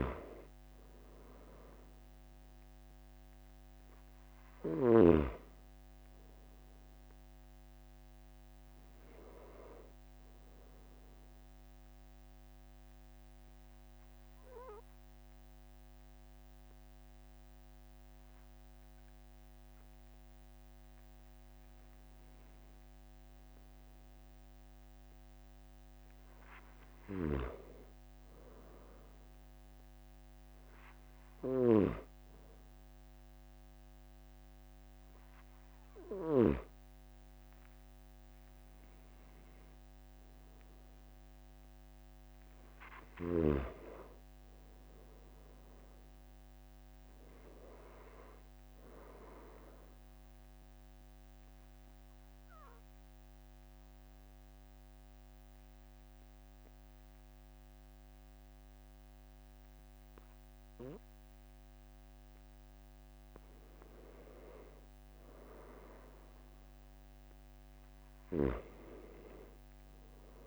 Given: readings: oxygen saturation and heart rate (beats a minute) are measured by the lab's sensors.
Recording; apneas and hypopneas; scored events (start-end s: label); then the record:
breathing in sleep by a microphone on the trachea; 2
0.00-5.50 s: snoring (device-marked)
0.00-22.00 s: oxygen desaturation (device-marked, oxygen 91% lowest, heart rate 43 extreme)
11.00-21.50 s: mixed apnea (oxygen 97% before, 91% lowest, heart rate 45 before, 43 extreme, up 2 after)
24.00-29.00 s: arousal
51.00-64.00 s: obstructive apnea (oxygen 97% before, 93% lowest, heart rate 46 before, 44 extreme, up 2 after)
67.00-70.47 s: arousal
From the record:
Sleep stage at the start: N2 (light sleep); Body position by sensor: on the back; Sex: male